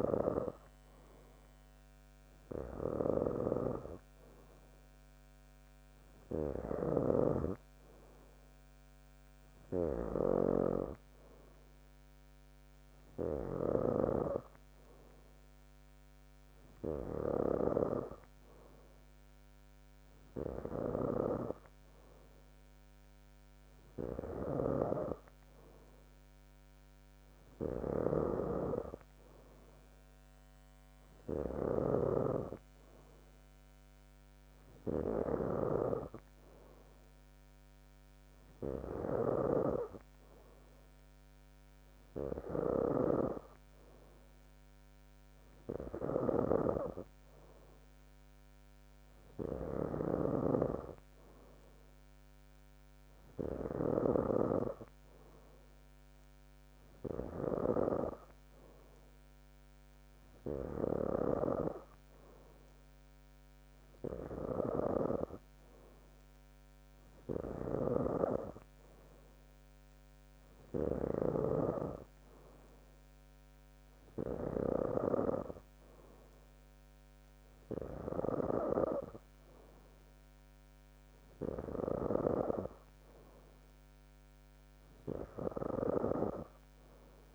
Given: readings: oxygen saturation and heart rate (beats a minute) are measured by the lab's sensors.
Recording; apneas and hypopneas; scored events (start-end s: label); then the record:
breathing in sleep by a microphone on the trachea; none
0.00-18.00 s: snoring (device-marked)
24.50-35.50 s: snoring (device-marked)
25.00-87.35 s: new sleep stage, N3 (deep sleep)
43.00-58.00 s: snoring (device-marked)
64.50-78.50 s: snoring (device-marked)
From the record:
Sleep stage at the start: N2 (light sleep); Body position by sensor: on the back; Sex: female